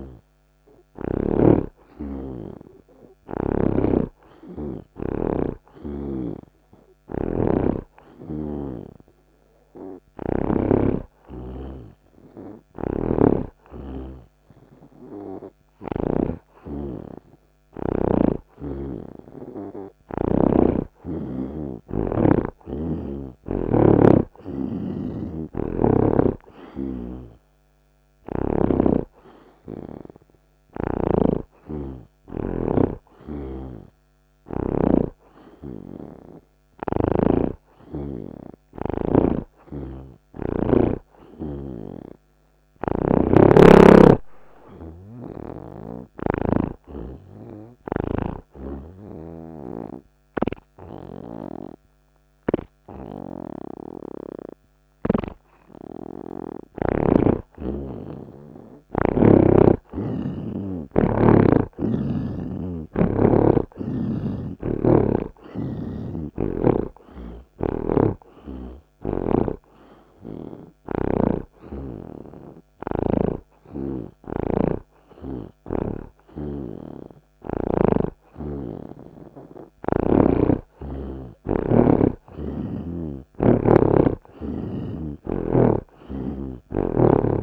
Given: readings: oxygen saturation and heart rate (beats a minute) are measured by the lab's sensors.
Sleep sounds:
breathing in sleep by a microphone on the trachea; 2
0.00-1.50 s: snoring (device-marked)
0.00-16.50 s: oxygen desaturation (device-marked, oxygen 81% lowest)
33.50-41.00 s: snoring (device-marked)
43.00-53.00 s: snoring (device-marked)
47.00-57.00 s: obstructive apnea (oxygen 86% before, 78% lowest)
49.50-87.43 s: new sleep stage, N2 (light sleep)
60.50-66.00 s: arousal
67.50-74.50 s: snoring (device-marked)
70.00-80.00 s: hypopnea (oxygen 86% before, 78% lowest)
71.50-83.50 s: oxygen desaturation (device-marked, oxygen 85% before, 78% lowest)
76.50-80.50 s: snoring (device-marked)
83.50-87.43 s: arousal
85.00-87.43 s: snoring (device-marked)
From the record:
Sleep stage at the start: N3 (deep sleep); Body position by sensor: on the right side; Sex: male

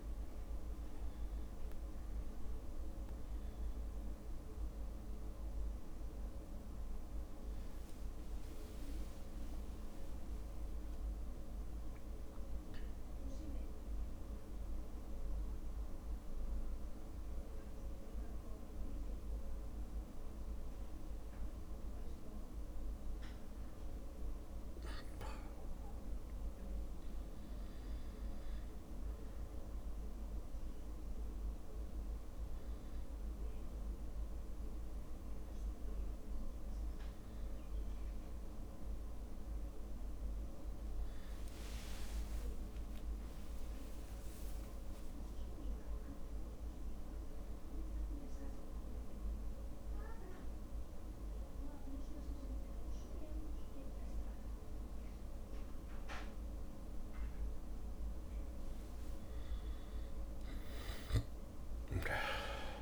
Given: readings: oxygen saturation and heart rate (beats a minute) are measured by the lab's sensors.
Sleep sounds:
breathing in sleep, hard to hear, by a room microphone; 2
0.00-22.00 s: oxygen desaturation (device-marked, oxygen 100% before, 94% lowest)
9.00-11.00 s: long interval between heartbeats (device-marked)
16.50-27.50 s: mixed apnea (oxygen 100% before, 94% lowest)
39.00-42.00 s: arousal
42.00-44.00 s: long interval between heartbeats (device-marked)
48.00-58.00 s: obstructive apnea (oxygen 100% before, 96% lowest)
From the record:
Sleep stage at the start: N2 (light sleep); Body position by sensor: on the back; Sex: male

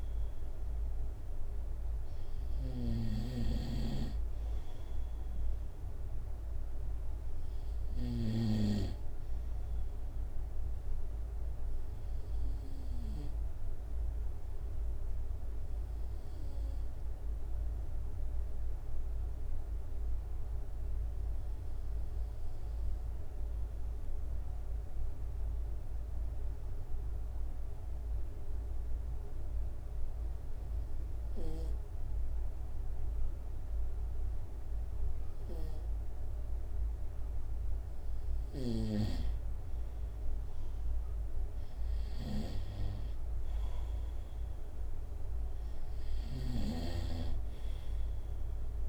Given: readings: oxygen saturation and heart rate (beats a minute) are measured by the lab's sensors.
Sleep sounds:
breathing in sleep by a room microphone; 1
0.00-8.50 s: snoring (device-marked)
10.50-36.50 s: obstructive apnea (oxygen 95% before, 93% lowest, heart rate 68 before, 66 extreme, up 7 after)
41.50-45.50 s: arousal
46.50-48.89 s: snoring (device-marked)
From the record:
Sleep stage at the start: N2 (light sleep); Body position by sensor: on the right side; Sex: male

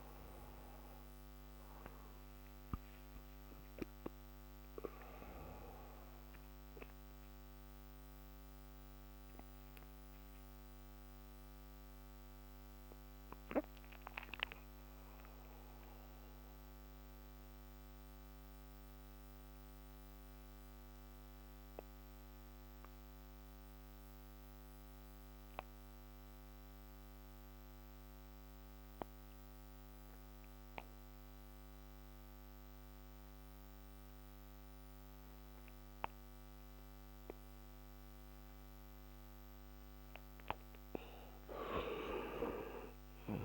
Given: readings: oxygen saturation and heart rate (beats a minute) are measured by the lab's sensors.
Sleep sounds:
breathing in sleep by a microphone on the trachea; 1
0.00-14.00 s: oxygen desaturation (device-marked, oxygen 88% lowest)
4.50-39.00 s: obstructive apnea (oxygen 99% before, 88% lowest)
29.00-43.45 s: oxygen desaturation (device-marked, oxygen 99% before, 88% lowest)
42.00-43.45 s: arousal
From the record:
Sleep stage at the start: REM sleep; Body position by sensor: on the back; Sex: male

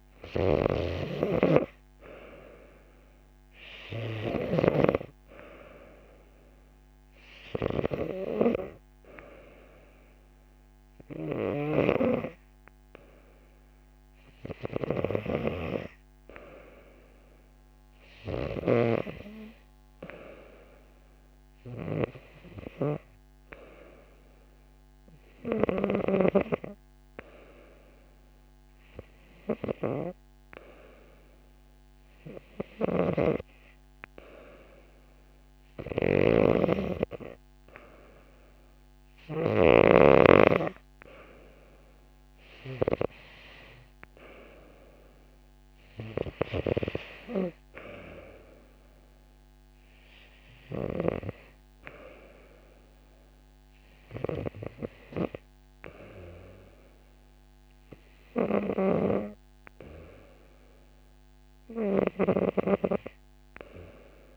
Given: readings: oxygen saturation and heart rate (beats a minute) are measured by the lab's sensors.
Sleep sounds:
breathing in sleep by a microphone on the trachea; none
none scored
From the record:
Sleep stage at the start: N2 (light sleep); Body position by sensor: on the right side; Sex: female

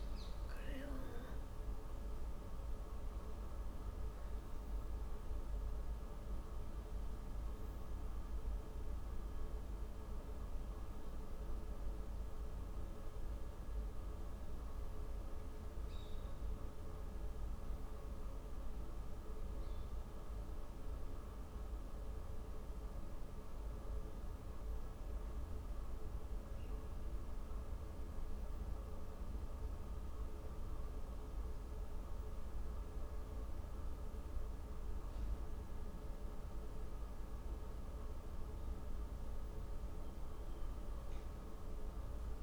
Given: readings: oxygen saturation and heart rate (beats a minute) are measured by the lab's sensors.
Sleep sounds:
breathing in sleep, hard to hear, by a room microphone; none
none scored
From the record:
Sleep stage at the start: N1 (lightest sleep); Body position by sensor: on the back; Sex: female

